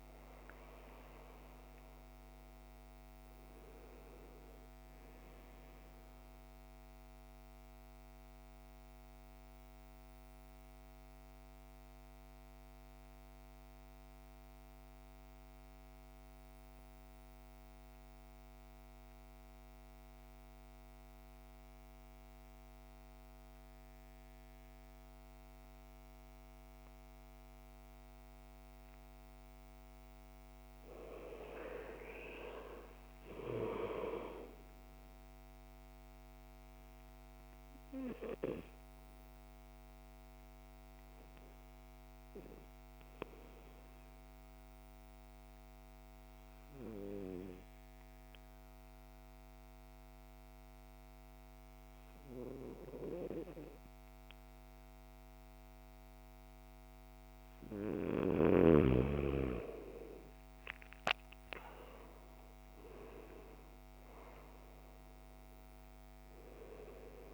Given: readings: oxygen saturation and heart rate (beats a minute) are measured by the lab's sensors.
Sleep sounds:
breathing in sleep by a microphone on the trachea; 2
0.00-1.50 s: arousal
2.50-29.50 s: oxygen desaturation (device-marked, oxygen 98% before, 91% lowest, heart rate 55 before, 48 extreme)
6.50-29.50 s: central apnea (oxygen 98% before, 87% lowest, heart rate 57 before, 48 extreme, up 8 after)
31.00-34.50 s: arousal
38.50-52.50 s: oxygen desaturation (device-marked, oxygen 99% before, 90% lowest, heart rate 55 before, 51 extreme)
42.00-58.50 s: obstructive apnea (oxygen 99% before, 87% lowest, heart rate 56 before, 51 extreme, up 17 after)
61.50-65.00 s: arousal
62.50-67.34 s: oxygen desaturation (device-marked, oxygen 98% before, 87% lowest, heart rate 56 before, 51 extreme)
From the record:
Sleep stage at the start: N2 (light sleep); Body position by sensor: on the right side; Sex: male

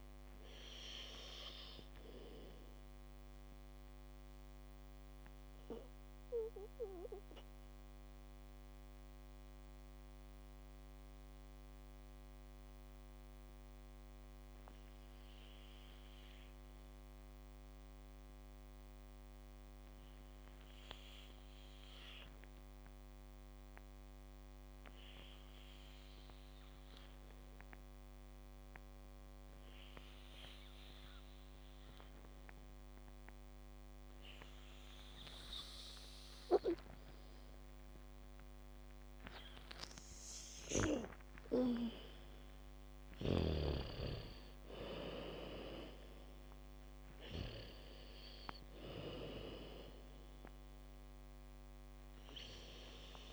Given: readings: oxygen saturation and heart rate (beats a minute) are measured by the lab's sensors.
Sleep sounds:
breathing in sleep by a microphone on the trachea; 1
0.00-16.00 s: oxygen desaturation (device-marked, oxygen 79% lowest, heart rate 45 extreme)
0.50-38.00 s: mixed apnea (oxygen 99% before, 79% lowest, heart rate 60 before, 58 extreme)
27.00-53.33 s: oxygen desaturation (device-marked, oxygen 99% before, 83% lowest, heart rate 78 before, 57 extreme)
40.50-46.50 s: arousal
From the record:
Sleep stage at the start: N2 (light sleep); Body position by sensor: on the back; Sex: female

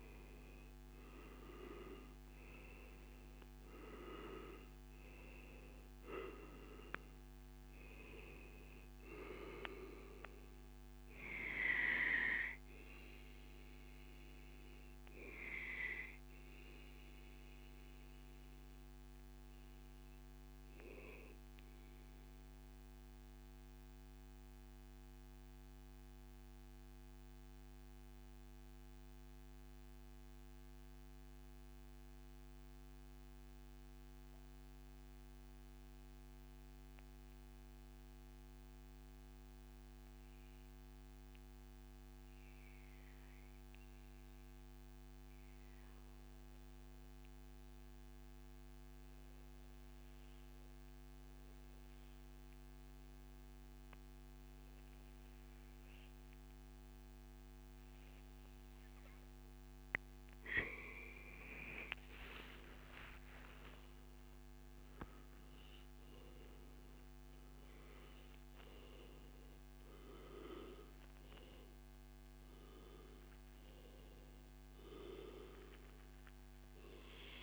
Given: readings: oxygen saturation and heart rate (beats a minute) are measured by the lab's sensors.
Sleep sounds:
breathing in sleep by a microphone on the trachea; 1
0.00-2.50 s: arousal
0.00-28.00 s: oxygen desaturation (device-marked, oxygen 91% lowest, heart rate 80 extreme)
7.50-9.50 s: long interval between heartbeats (device-marked, heart rate 101 before, 115 extreme)
13.50-59.00 s: mixed apnea (oxygen 97% before, 90% lowest, heart rate 105 before, 80 extreme, up 25 after)
39.00-41.00 s: long interval between heartbeats (device-marked, heart rate 91 before, 103 extreme)
51.00-77.43 s: oxygen desaturation (device-marked, oxygen 98% before, 90% lowest, heart rate 99 before, 88 extreme)
53.00-55.00 s: long interval between heartbeats (device-marked, heart rate 101 before, 98 extreme)
61.00-65.50 s: arousal
From the record:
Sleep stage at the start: N2 (light sleep); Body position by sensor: on the back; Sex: male

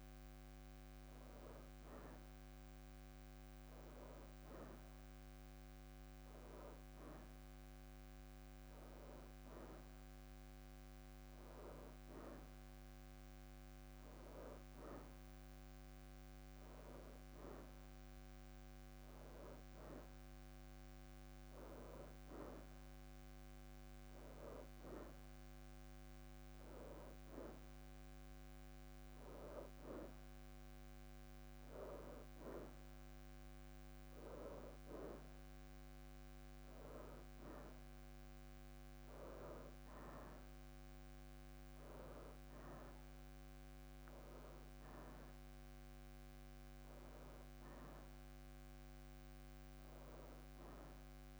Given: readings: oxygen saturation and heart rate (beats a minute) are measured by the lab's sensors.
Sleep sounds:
breathing in sleep by a microphone on the trachea; none
10.00-51.40 s: new sleep stage, N2 (light sleep)
16.50-18.50 s: leg movement (device-marked)
18.50-19.50 s: leg movement (device-marked)
22.50-24.00 s: leg movement (device-marked)
From the record:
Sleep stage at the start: N1 (lightest sleep); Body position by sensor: on the right side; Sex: female

